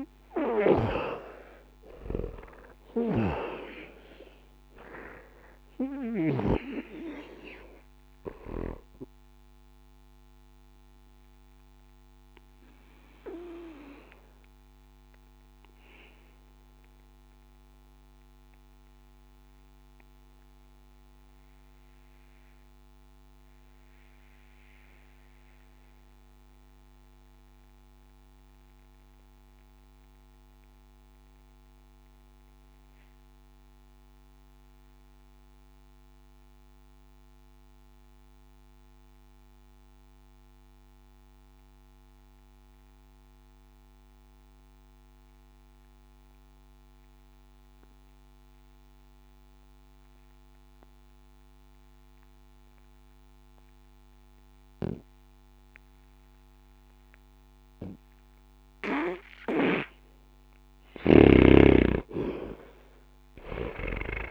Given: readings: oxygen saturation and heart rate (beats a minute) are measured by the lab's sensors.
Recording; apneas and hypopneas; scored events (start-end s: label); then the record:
breathing in sleep by a microphone on the trachea; 1
0.00-8.50 s: oxygen desaturation (device-marked, oxygen 89% lowest, heart rate 60 extreme)
10.00-60.00 s: obstructive apnea (oxygen 97% before, 77% lowest, heart rate 79 before, 60 extreme, up 0 after)
15.50-32.50 s: oxygen desaturation (device-marked, oxygen 90% before, 77% lowest, heart rate 78 before, 60 extreme)
50.50-64.31 s: oxygen desaturation (device-marked, oxygen 99% before, 79% lowest, heart rate 60 before, 59 extreme)
60.50-64.31 s: snoring (device-marked)
63.00-64.31 s: arousal
From the record:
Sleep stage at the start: N2 (light sleep); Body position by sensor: on the back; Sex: male